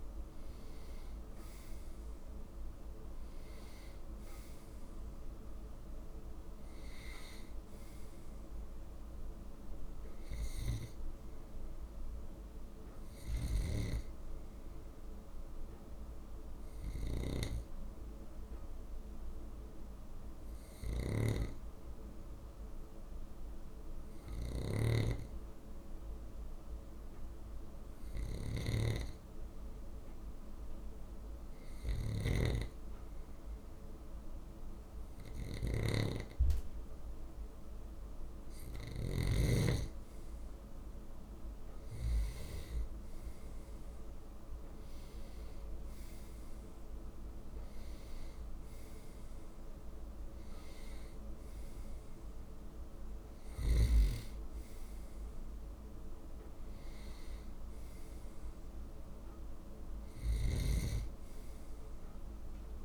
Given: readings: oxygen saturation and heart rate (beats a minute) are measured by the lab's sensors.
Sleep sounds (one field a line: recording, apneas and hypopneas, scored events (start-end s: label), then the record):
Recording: breathing in sleep by a room microphone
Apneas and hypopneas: 1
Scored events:
12.00-17.00 s: arousal
13.00-39.00 s: snoring (device-marked)
21.50-38.00 s: hypopnea (oxygen 95% before, 95% lowest, heart rate 145 before, 62 extreme, up 26 after)
42.00-45.50 s: arousal
60.00-62.84 s: snoring (device-marked)
From the record:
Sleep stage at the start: N2 (light sleep)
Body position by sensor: on the left side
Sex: male